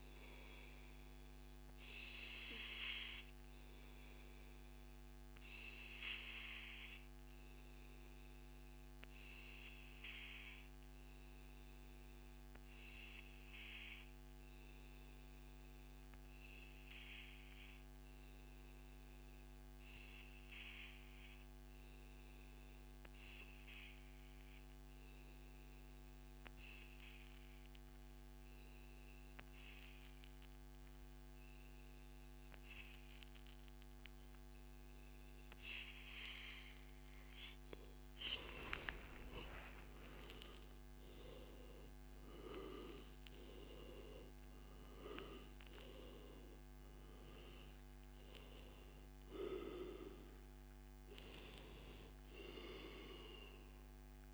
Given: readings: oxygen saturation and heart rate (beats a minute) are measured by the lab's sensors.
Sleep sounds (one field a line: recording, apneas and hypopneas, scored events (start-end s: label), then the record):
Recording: breathing in sleep by a microphone on the trachea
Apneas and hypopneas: 1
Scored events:
0.00-7.00 s: oxygen desaturation (device-marked, oxygen 93% lowest, heart rate 105 extreme)
3.00-5.00 s: long interval between heartbeats (device-marked, heart rate 133 before, 120 extreme)
5.00-35.00 s: obstructive apnea (oxygen 96% before, 90% lowest, heart rate 131 before, 105 extreme, up 33 after)
16.00-18.00 s: long interval between heartbeats (device-marked, heart rate 126 before, 123 extreme)
19.50-21.50 s: long interval between heartbeats (device-marked, heart rate 125 before, 114 extreme)
37.00-54.34 s: oxygen desaturation (device-marked, oxygen 95% before, 90% lowest, heart rate 121 before, 83 extreme)
38.50-42.50 s: arousal
From the record:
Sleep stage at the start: N2 (light sleep)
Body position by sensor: on the back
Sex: male